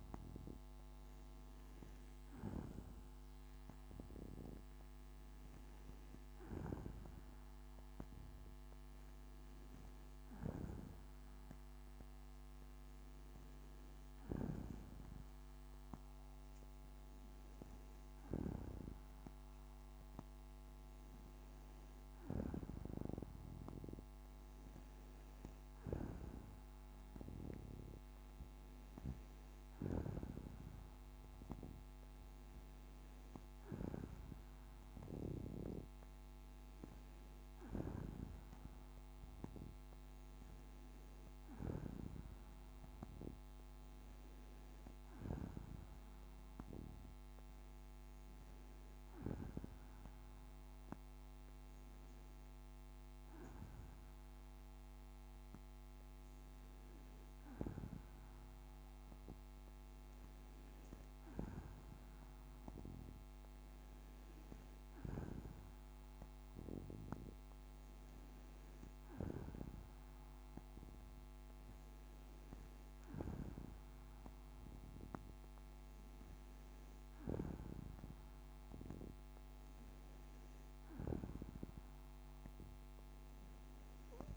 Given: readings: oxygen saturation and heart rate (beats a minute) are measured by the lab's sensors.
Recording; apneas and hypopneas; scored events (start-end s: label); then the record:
breathing in sleep by a microphone on the trachea; none
none scored
From the record:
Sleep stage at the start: N2 (light sleep); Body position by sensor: on the back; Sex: female